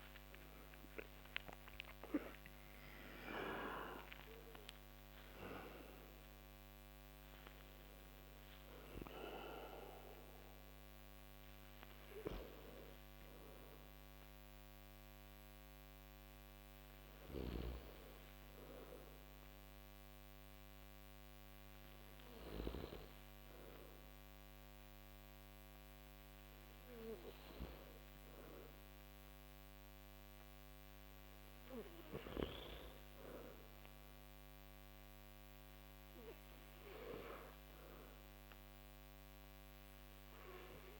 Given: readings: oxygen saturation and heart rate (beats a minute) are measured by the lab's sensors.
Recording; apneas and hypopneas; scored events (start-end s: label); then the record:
breathing in sleep by a microphone on the trachea; 1
0.00-29.50 s: oxygen desaturation (device-marked, oxygen 77% lowest)
14.00-27.50 s: hypopnea (oxygen 95% before, 77% lowest)
29.50-34.00 s: arousal
34.50-41.00 s: new sleep stage, N2 (light sleep)
From the record:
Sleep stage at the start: REM sleep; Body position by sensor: on the back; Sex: male